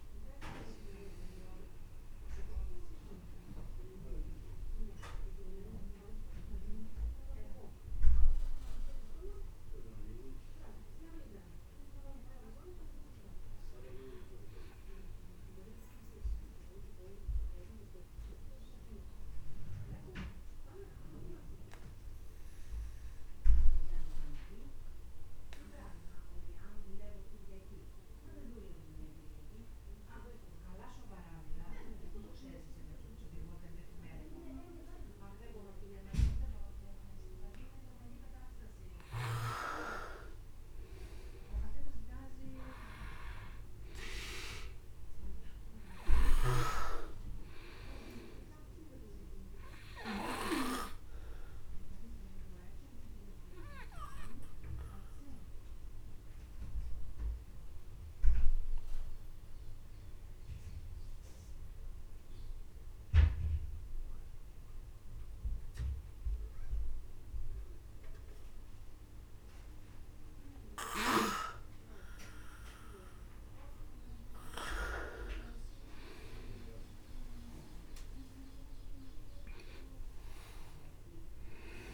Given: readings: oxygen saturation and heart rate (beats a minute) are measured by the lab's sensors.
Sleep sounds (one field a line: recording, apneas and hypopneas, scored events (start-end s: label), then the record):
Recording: breathing in sleep by a room microphone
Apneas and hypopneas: 2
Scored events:
0.00-18.50 s: oxygen desaturation (device-marked, oxygen 89% lowest)
14.00-38.50 s: obstructive apnea (oxygen 98% before, 89% lowest)
40.50-45.00 s: arousal
43.50-66.50 s: oxygen desaturation (device-marked, oxygen 99% before, 92% lowest, heart rate 36 before, 35 extreme)
53.00-71.50 s: obstructive apnea (oxygen 99% before, 90% lowest, heart rate 47 before, 35 extreme, up 9 after)
74.50-78.00 s: arousal
From the record:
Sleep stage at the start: N2 (light sleep)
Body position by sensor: on the back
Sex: male